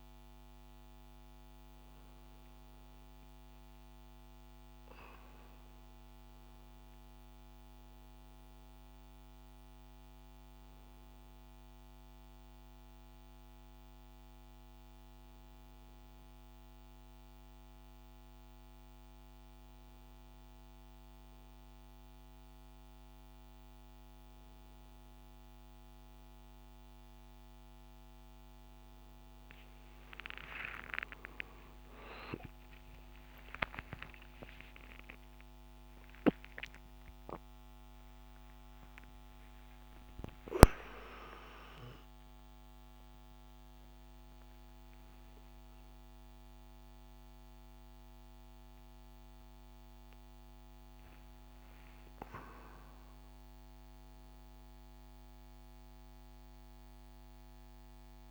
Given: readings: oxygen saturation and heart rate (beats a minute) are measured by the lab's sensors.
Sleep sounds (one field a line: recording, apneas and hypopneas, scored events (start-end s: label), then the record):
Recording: a person awake in a sleep study, by a microphone on the trachea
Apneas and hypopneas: none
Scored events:
24.00-58.31 s: new sleep stage, awake
From the record:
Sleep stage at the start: N1 (lightest sleep)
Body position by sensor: on the back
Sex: male